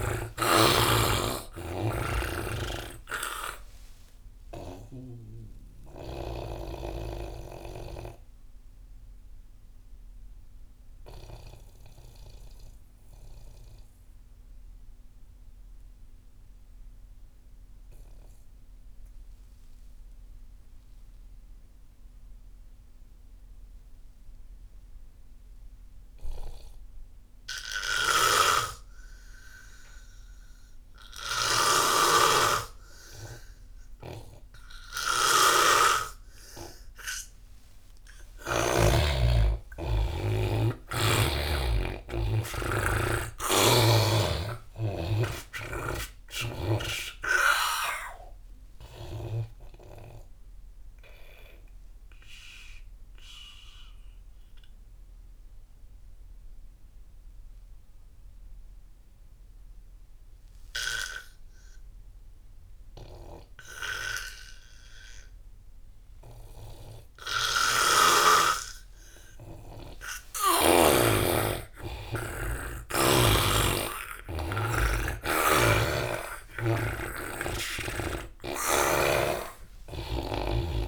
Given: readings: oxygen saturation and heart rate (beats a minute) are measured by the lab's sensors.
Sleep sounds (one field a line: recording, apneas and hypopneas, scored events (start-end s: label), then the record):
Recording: breathing in sleep by a room microphone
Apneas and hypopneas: 2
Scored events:
0.00-16.00 s: oxygen desaturation (device-marked, oxygen 79% lowest)
5.00-38.00 s: obstructive apnea (oxygen 98% before, 79% lowest)
28.50-39.00 s: snoring (device-marked)
33.00-61.00 s: oxygen desaturation (device-marked, oxygen 98% before, 85% lowest)
38.50-45.00 s: arousal
51.00-70.50 s: obstructive apnea (oxygen 99% before, 86% lowest)
71.50-77.00 s: arousal
73.00-80.88 s: oxygen desaturation (device-marked, oxygen 98% before, 86% lowest)
From the record:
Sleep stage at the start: N2 (light sleep)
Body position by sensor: on the back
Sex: male